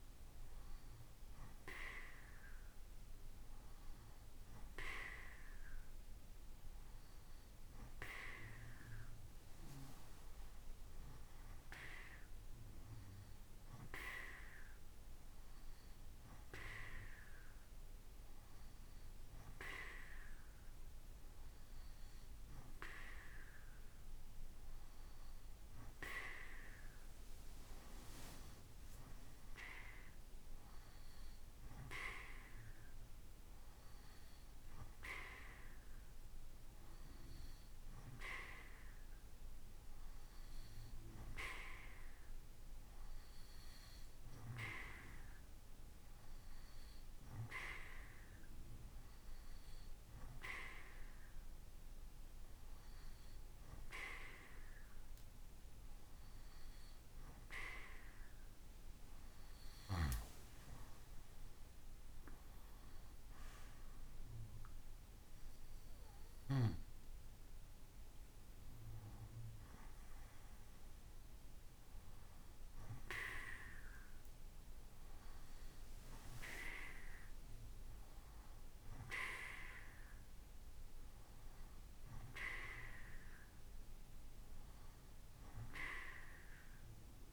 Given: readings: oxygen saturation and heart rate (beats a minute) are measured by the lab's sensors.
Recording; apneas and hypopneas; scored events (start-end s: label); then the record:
breathing in sleep by a room microphone; none
none scored
From the record:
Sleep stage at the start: N2 (light sleep); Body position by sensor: on the right side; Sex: male